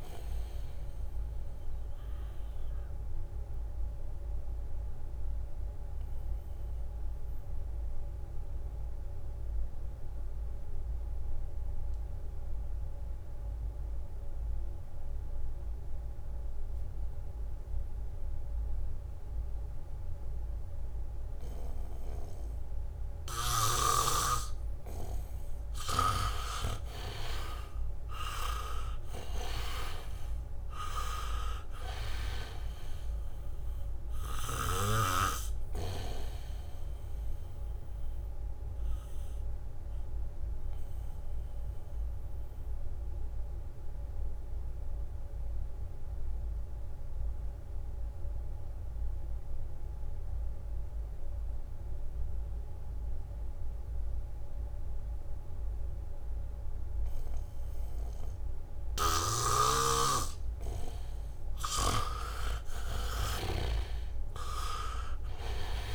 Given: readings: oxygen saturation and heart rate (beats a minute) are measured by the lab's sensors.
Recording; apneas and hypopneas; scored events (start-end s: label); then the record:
breathing in sleep by a room microphone; 2
0.00-17.00 s: oxygen desaturation (device-marked, oxygen 77% lowest, heart rate 63 extreme)
1.00-24.50 s: obstructive apnea (oxygen 97% before, 77% lowest, heart rate 68 before, 63 extreme, up 3 after)
23.50-25.00 s: leg movement (device-marked)
26.00-29.50 s: arousal
26.00-29.50 s: leg movement (device-marked)
29.00-52.00 s: oxygen desaturation (device-marked, oxygen 98% before, 79% lowest, heart rate 70 before, 64 extreme)
30.50-33.00 s: leg movement (device-marked)
34.00-37.50 s: leg movement (device-marked)
38.00-61.50 s: obstructive apnea (oxygen 99% before, 78% lowest, heart rate 68 before, 64 extreme, up 9 after)
43.50-48.50 s: leg movement (device-marked)
58.00-65.95 s: oxygen desaturation (device-marked, oxygen 99% before, 80% lowest, heart rate 71 before, 67 extreme)
59.00-65.95 s: snoring (device-marked)
62.00-63.50 s: leg movement (device-marked)
64.00-65.95 s: leg movement (device-marked)
64.50-65.95 s: arousal
From the record:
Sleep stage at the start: N2 (light sleep); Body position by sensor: on the back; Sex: male